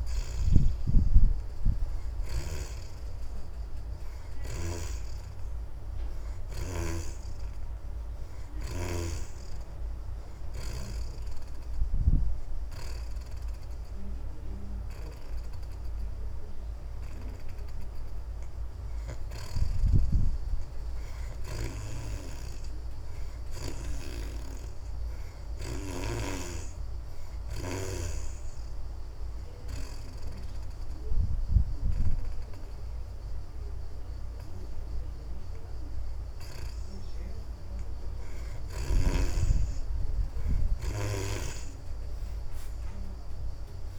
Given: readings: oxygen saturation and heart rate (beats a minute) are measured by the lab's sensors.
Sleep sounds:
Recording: breathing in sleep by a room microphone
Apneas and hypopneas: 1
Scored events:
0.00-13.50 s: oxygen desaturation (device-marked, oxygen 63% lowest)
10.00-20.00 s: hypopnea (oxygen 72% before, 59% lowest)
20.50-24.00 s: arousal
20.50-29.50 s: oxygen desaturation (device-marked, oxygen 71% before, 66% lowest)
From the record:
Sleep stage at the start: N2 (light sleep)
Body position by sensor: on the back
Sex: female

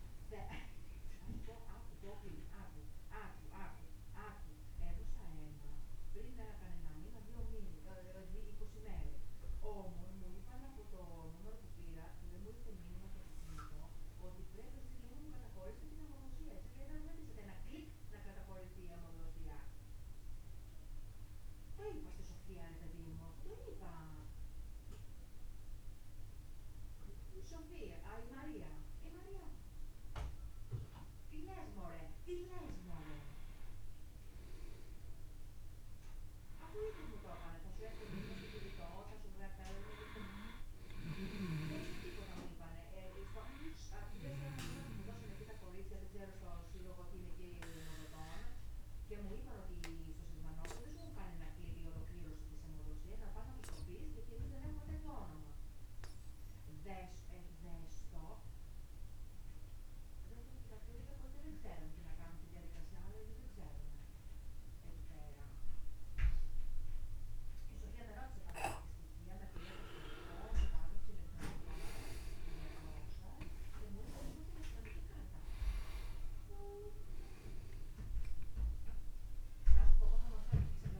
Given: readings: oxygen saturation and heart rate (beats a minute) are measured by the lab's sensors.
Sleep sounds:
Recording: breathing in sleep by a room microphone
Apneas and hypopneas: 2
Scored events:
0.00-15.50 s: oxygen desaturation (device-marked, oxygen 91% lowest)
15.50-31.00 s: obstructive apnea (oxygen 97% before, 89% lowest)
33.00-38.00 s: arousal
37.50-56.50 s: oxygen desaturation (device-marked, oxygen 98% before, 94% lowest, heart rate 39 before, 35 extreme)
45.50-67.50 s: obstructive apnea (oxygen 99% before, 89% lowest, heart rate 48 before, 25 extreme, up 57 after)
68.50-81.00 s: oxygen desaturation (device-marked, oxygen 98% before, 89% lowest, heart rate 72 before, 25 extreme)
70.00-74.00 s: arousal
From the record:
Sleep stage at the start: N2 (light sleep)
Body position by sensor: on the back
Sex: male

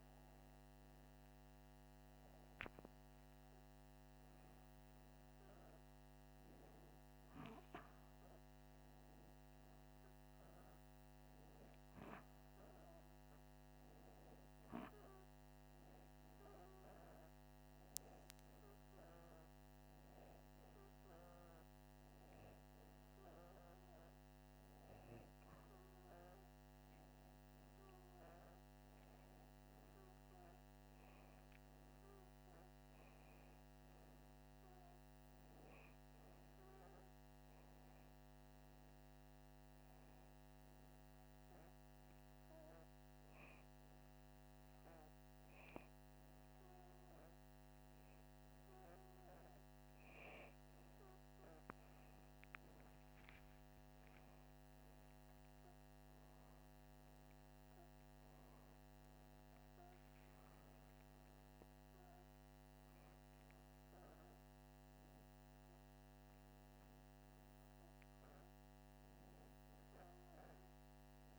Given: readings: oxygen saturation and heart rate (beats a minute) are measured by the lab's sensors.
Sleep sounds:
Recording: breathing in sleep, hard to hear, by a microphone on the trachea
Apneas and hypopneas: none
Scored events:
54.00-58.50 s: arousal
From the record:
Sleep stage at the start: N2 (light sleep)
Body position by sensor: upright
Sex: male

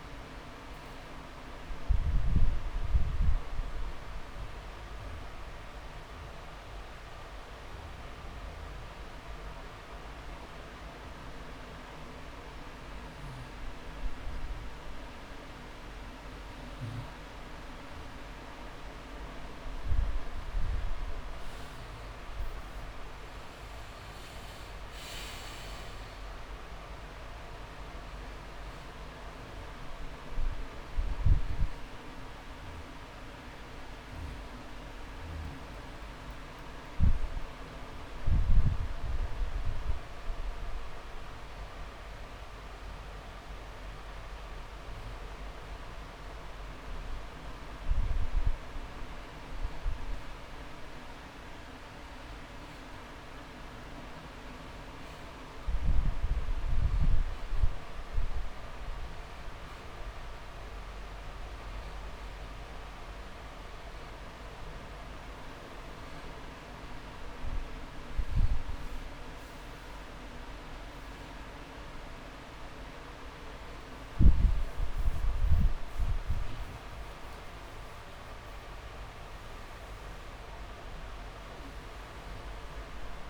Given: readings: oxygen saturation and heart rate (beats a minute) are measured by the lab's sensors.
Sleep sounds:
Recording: breathing in sleep, hard to hear, by a room microphone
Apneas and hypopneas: 2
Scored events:
5.50-18.00 s: obstructive apnea (oxygen 98% before, 92% lowest)
21.00-25.00 s: arousal
27.50-55.50 s: oxygen desaturation (device-marked, oxygen 97% before, 92% lowest)
31.50-43.00 s: hypopnea (oxygen 97% before, 92% lowest)
48.00-51.00 s: arousal
79.00-82.50 s: arousal
79.50-81.50 s: long interval between heartbeats (device-marked)
From the record:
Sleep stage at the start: N2 (light sleep)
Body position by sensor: on the back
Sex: male

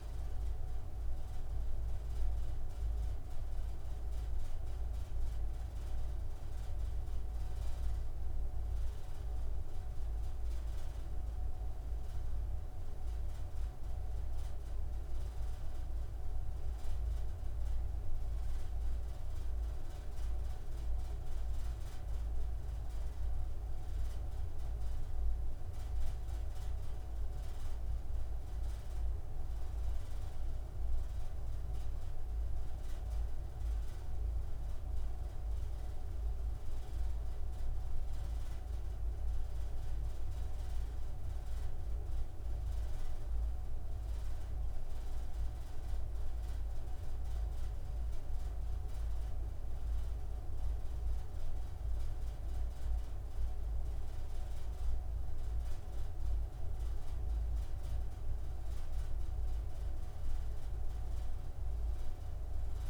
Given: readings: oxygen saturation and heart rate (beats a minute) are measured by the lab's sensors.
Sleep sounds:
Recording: breathing in sleep, hard to hear, by a room microphone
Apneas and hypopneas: none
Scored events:
none scored
From the record:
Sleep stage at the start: N3 (deep sleep)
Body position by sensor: on the front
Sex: male

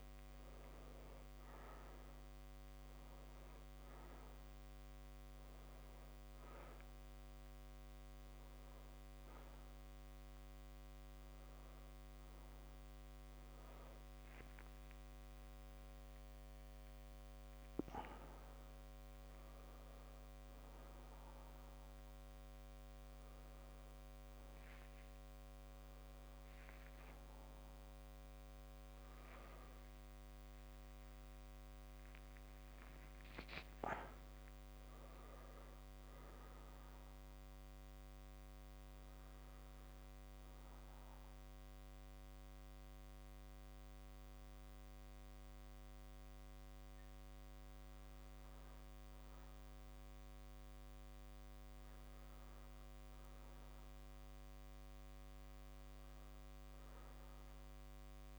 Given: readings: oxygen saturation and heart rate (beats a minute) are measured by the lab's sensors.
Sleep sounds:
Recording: breathing in sleep, hard to hear, by a microphone on the trachea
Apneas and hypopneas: 1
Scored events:
0.00-26.50 s: oxygen desaturation (device-marked, oxygen 88% lowest)
30.50-34.50 s: arousal
40.00-53.00 s: obstructive apnea (oxygen 100% before, 94% lowest)
57.00-58.39 s: arousal
From the record:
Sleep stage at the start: N2 (light sleep)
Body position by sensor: on the back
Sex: male

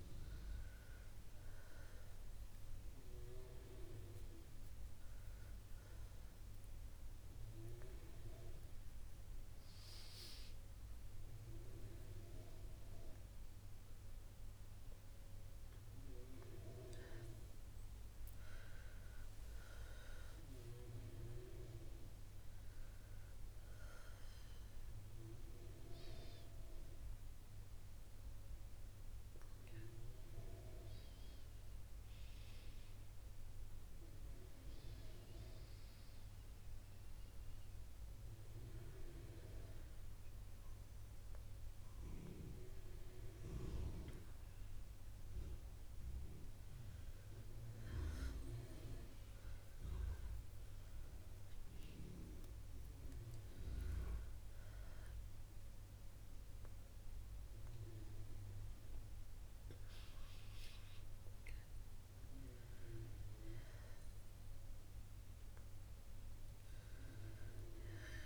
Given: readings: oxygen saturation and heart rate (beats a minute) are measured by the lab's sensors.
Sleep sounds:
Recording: breathing in sleep by a room microphone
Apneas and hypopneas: none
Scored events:
none scored
From the record:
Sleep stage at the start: N2 (light sleep)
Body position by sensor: on the back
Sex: female

